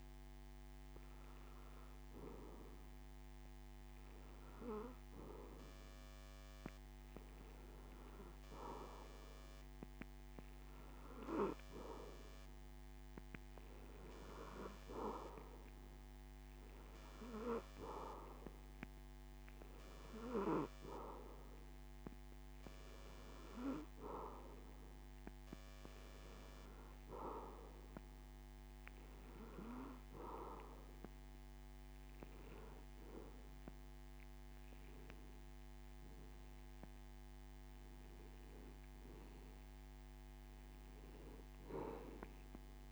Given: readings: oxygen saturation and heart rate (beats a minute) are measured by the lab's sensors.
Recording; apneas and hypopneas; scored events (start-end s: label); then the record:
a person awake in a sleep study, by a microphone on the trachea; none
none scored
From the record:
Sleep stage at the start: awake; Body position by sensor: on the back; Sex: male